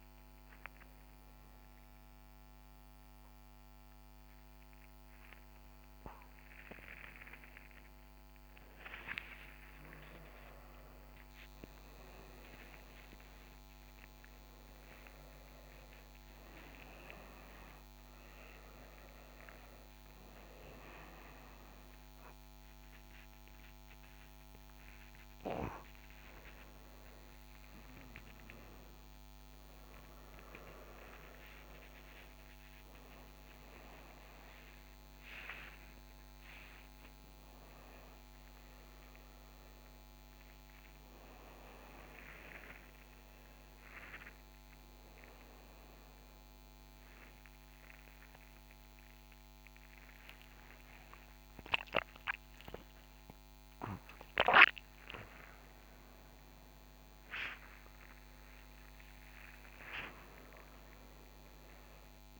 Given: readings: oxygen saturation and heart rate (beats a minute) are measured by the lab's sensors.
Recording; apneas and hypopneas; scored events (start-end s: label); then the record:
a person awake in a sleep study, by a microphone on the trachea; none
none scored
From the record:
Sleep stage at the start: awake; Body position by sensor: upright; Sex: male